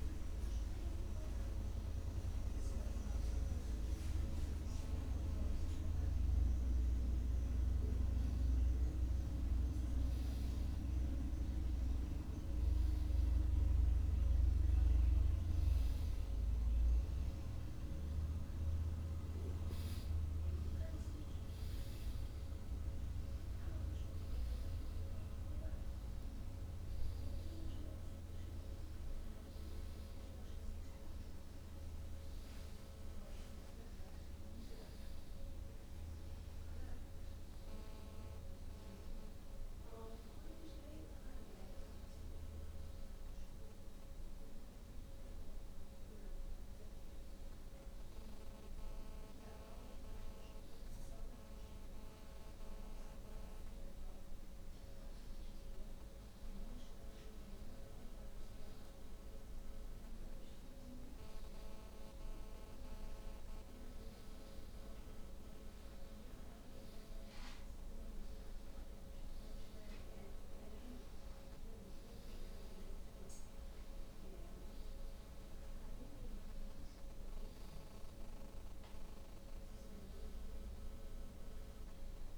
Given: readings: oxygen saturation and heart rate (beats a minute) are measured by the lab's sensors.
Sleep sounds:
breathing in sleep by a room microphone; none
none scored
From the record:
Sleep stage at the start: N2 (light sleep); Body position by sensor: on the back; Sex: female

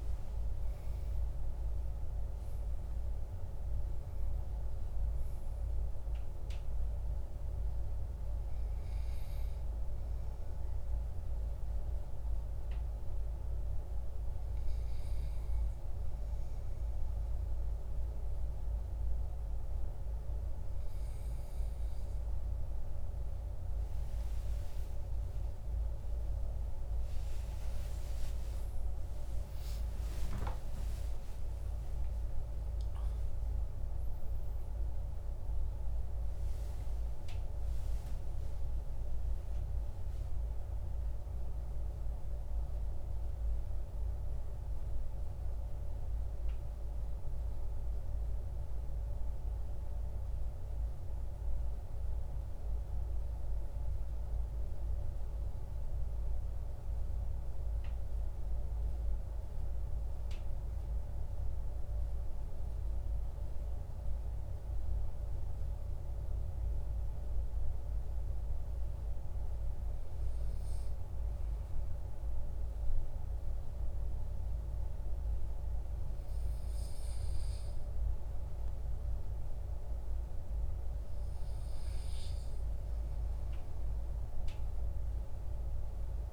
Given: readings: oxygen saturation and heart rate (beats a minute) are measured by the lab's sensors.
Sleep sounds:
a person partly awake in a sleep study, hard to hear, by a room microphone; 1
0.00-2.00 s: arousal
0.00-3.50 s: oxygen desaturation (device-marked, oxygen 94% lowest, heart rate 45 extreme)
10.00-21.00 s: hypopnea (oxygen 98% before, 94% lowest, heart rate 68 before, 45 extreme, up 20 after)
23.50-53.50 s: new sleep stage, awake
53.50-86.33 s: new sleep stage, N1 (lightest sleep)
From the record:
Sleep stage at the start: N2 (light sleep); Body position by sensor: on the back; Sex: male

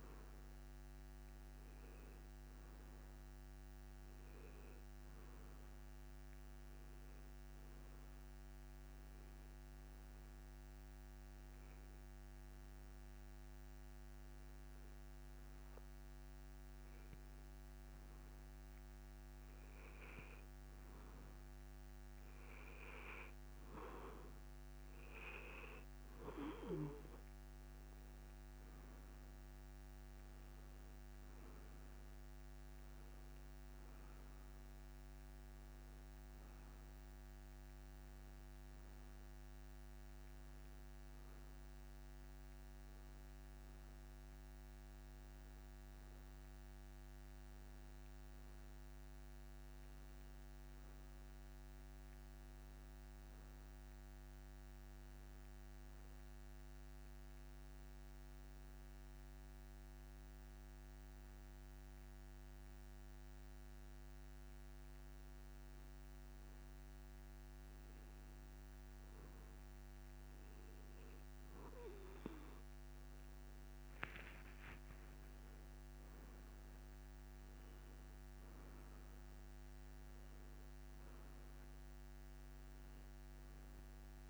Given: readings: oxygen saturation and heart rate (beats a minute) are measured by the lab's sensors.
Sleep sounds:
breathing in sleep, hard to hear, by a microphone on the trachea; 2
9.00-20.50 s: hypopnea (oxygen 96% before, 92% lowest)
22.50-26.00 s: arousal
51.00-54.50 s: arousal
57.50-68.50 s: hypopnea (oxygen 95% before, 92% lowest)
70.50-73.50 s: arousal
From the record:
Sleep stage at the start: N2 (light sleep); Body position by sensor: on the back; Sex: male

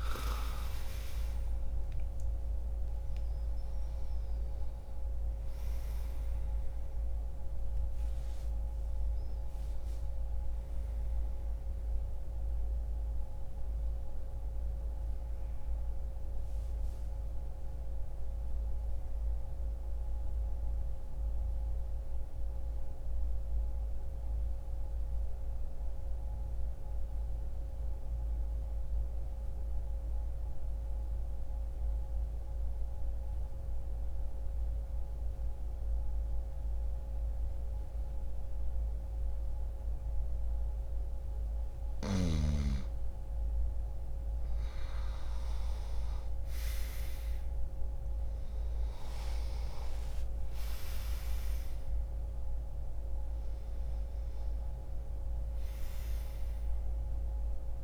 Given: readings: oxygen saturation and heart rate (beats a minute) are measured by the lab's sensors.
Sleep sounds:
breathing in sleep, hard to hear, by a room microphone; 1
0.00-14.50 s: oxygen desaturation (device-marked, oxygen 92% lowest)
19.50-26.50 s: oxygen desaturation (device-marked, oxygen 94% before, 91% lowest)
21.00-40.00 s: obstructive apnea (oxygen 97% before, 88% lowest)
44.50-57.84 s: oxygen desaturation (device-marked, oxygen 99% before, 88% lowest)
46.00-51.00 s: arousal
From the record:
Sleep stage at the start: N2 (light sleep); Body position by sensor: on the back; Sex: male

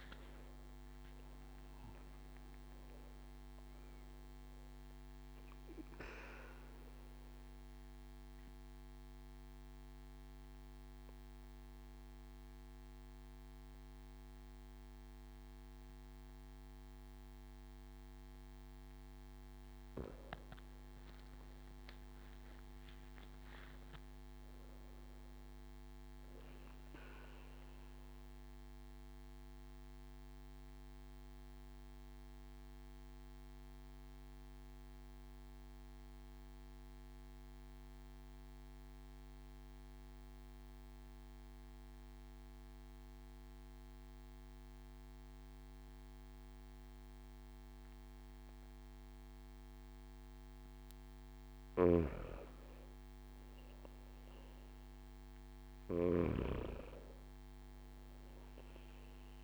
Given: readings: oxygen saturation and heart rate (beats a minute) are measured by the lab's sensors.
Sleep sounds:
breathing in sleep, hard to hear, by a microphone on the trachea; 2
0.00-9.50 s: oxygen desaturation (device-marked, oxygen 92% lowest)
6.00-18.50 s: obstructive apnea (oxygen 98% before, 92% lowest)
20.50-23.00 s: arousal
29.00-50.00 s: obstructive apnea (oxygen 98% before, 94% lowest)
51.50-56.50 s: snoring (device-marked)
54.00-57.00 s: arousal
From the record:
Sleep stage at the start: N2 (light sleep); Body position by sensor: on the back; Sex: male

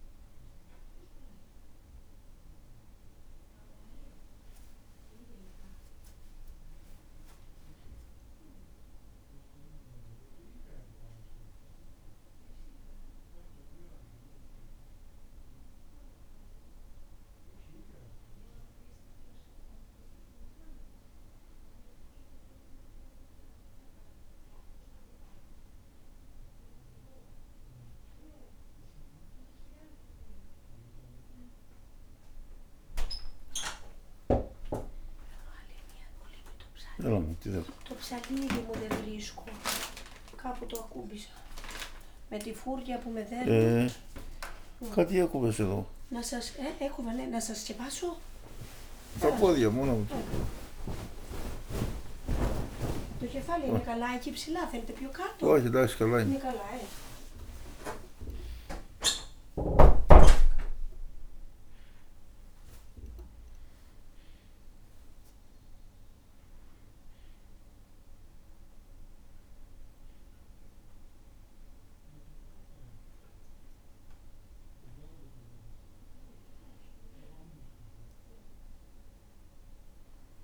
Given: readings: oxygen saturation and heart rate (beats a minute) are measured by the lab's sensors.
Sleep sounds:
a person awake in a sleep study, by a room microphone; none
19.00-79.00 s: new sleep stage, awake
37.50-56.00 s: snoring (device-marked)
44.00-48.00 s: tachycardia (device-marked, heart rate 70 before, 103 extreme)
44.50-46.50 s: long interval between heartbeats (device-marked, heart rate 57 before, 84 extreme)
47.00-49.00 s: long interval between heartbeats (device-marked, heart rate 62 before, 103 extreme)
79.00-80.44 s: new sleep stage, N1 (lightest sleep)
From the record:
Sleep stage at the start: N1 (lightest sleep); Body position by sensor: on the back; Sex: male

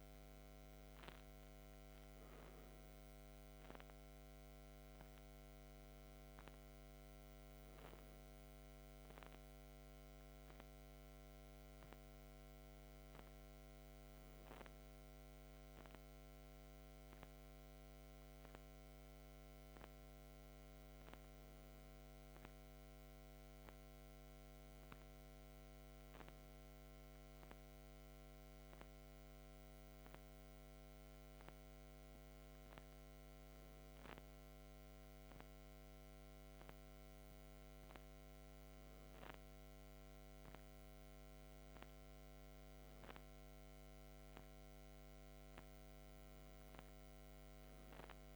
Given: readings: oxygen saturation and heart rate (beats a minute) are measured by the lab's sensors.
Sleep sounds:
breathing in sleep, hard to hear, by a microphone on the trachea; none
0.00-12.50 s: oxygen desaturation (device-marked, oxygen 95% lowest, heart rate 44 extreme)
From the record:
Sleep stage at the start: N2 (light sleep); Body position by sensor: on the back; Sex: male

